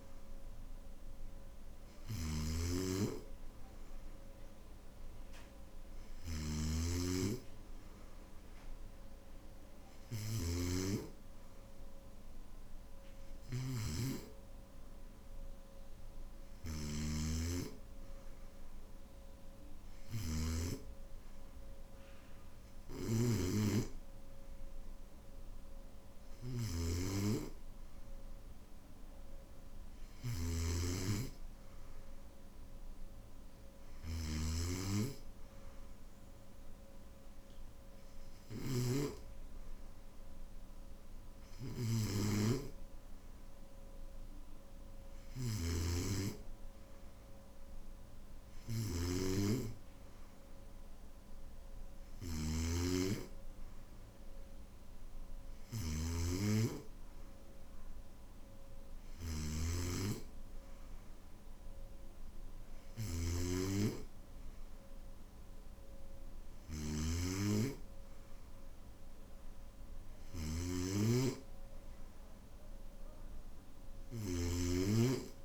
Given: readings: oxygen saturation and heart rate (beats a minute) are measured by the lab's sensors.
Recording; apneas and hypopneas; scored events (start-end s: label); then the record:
breathing in sleep by a room microphone; none
0.00-38.50 s: snoring (device-marked)
45.00-75.45 s: snoring (device-marked)
From the record:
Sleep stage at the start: N2 (light sleep); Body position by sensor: on the back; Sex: male